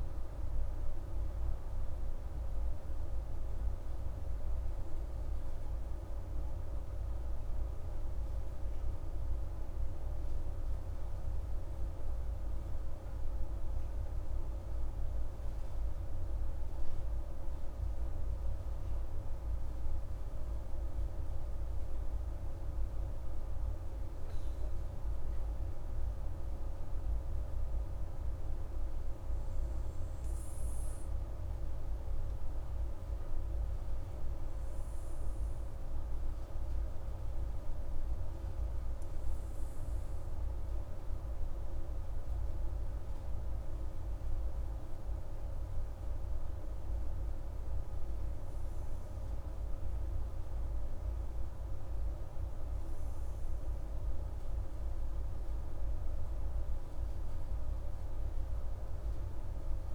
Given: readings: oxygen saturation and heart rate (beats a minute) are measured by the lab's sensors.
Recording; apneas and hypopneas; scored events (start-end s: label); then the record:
breathing in sleep, hard to hear, by a room microphone; none
none scored
From the record:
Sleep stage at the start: N2 (light sleep); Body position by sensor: on the right side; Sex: female